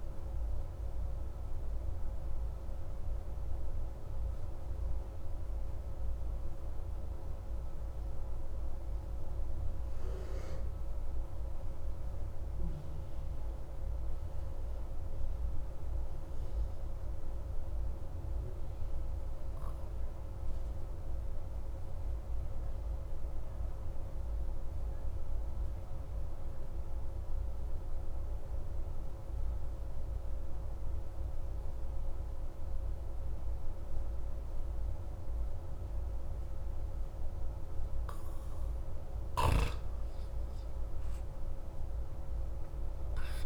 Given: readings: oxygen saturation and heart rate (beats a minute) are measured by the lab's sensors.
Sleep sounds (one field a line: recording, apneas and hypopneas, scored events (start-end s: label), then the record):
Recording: breathing in sleep, hard to hear, by a room microphone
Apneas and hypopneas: 1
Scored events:
0.00-5.50 s: oxygen desaturation (device-marked, oxygen 94% lowest)
2.50-38.00 s: obstructive apnea (oxygen 98% before, 88% lowest)
39.50-43.46 s: oxygen desaturation (device-marked, oxygen 95% before, 89% lowest)
40.50-43.46 s: arousal
From the record:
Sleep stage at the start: N2 (light sleep)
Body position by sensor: on the back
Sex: male